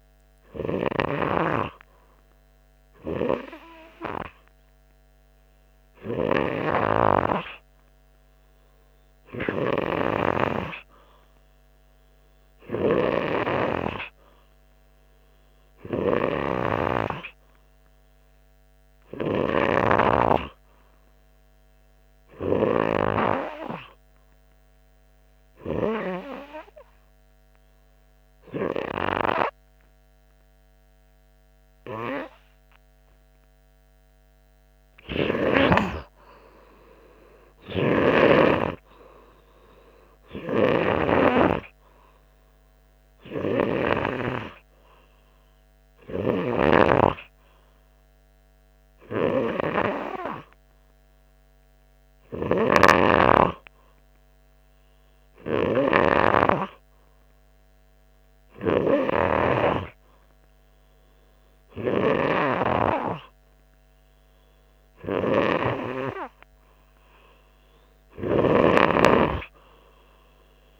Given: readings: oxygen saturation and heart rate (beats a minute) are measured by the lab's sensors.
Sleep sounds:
breathing in sleep by a microphone on the trachea; 1
24.00-34.50 s: hypopnea (oxygen 96% before, 93% lowest, heart rate 93 before, 88 extreme, up 4 after)
36.50-40.00 s: arousal
From the record:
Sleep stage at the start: N2 (light sleep); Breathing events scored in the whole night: 189 in 3.3 hours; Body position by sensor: on the front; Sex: male

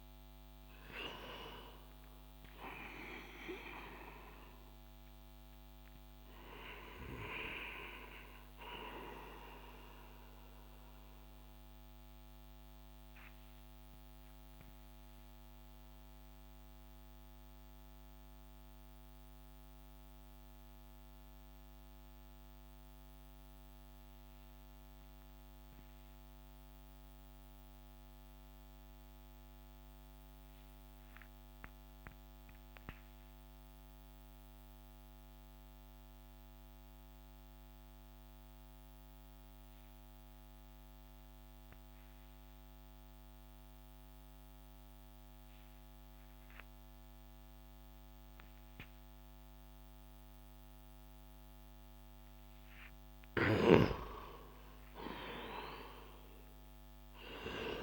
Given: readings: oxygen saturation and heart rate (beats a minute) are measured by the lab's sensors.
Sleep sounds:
breathing in sleep by a microphone on the trachea; 1
0.00-3.00 s: oxygen desaturation (device-marked, oxygen 92% lowest)
8.00-25.00 s: oxygen desaturation (device-marked, oxygen 93% before, 90% lowest)
12.00-51.00 s: mixed apnea (oxygen 96% before, 90% lowest)
47.00-57.83 s: oxygen desaturation (device-marked, oxygen 98% before, 94% lowest)
53.50-57.83 s: arousal
From the record:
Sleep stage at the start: N2 (light sleep); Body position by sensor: on the back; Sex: male

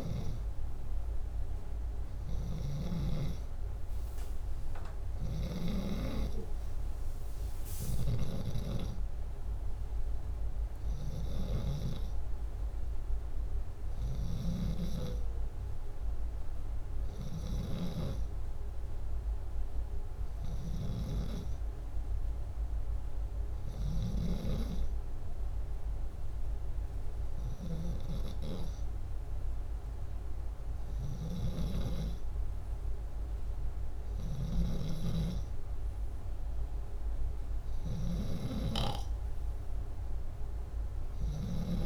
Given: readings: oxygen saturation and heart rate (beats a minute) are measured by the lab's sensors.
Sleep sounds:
breathing in sleep by a room microphone; none
0.00-5.50 s: snoring (device-marked)
3.50-13.50 s: oxygen desaturation (device-marked, oxygen 98% before, 94% lowest, heart rate 64 before, 63 extreme)
31.00-41.86 s: snoring (device-marked)
32.50-41.86 s: oxygen desaturation (device-marked, oxygen 95% before, 92% lowest, heart rate 65 before, 62 extreme)
From the record:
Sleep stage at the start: N2 (light sleep); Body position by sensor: upright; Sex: male

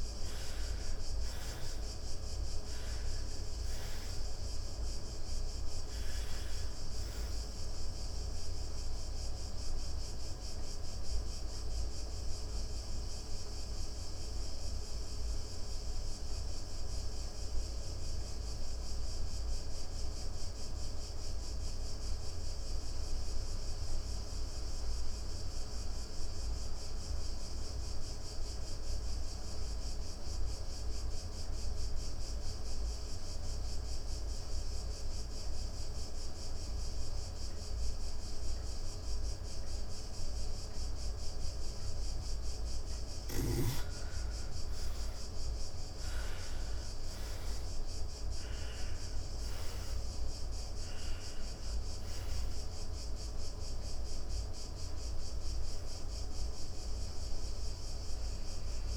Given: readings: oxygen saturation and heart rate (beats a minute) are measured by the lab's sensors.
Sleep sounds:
breathing in sleep, hard to hear, by a room microphone; 1
0.00-22.00 s: oxygen desaturation (device-marked, oxygen 81% lowest)
8.00-41.00 s: obstructive apnea (oxygen 98% before, 81% lowest)
33.00-58.97 s: oxygen desaturation (device-marked, oxygen 99% before, 82% lowest)
42.50-47.50 s: arousal
From the record:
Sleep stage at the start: N2 (light sleep); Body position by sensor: on the back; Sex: female

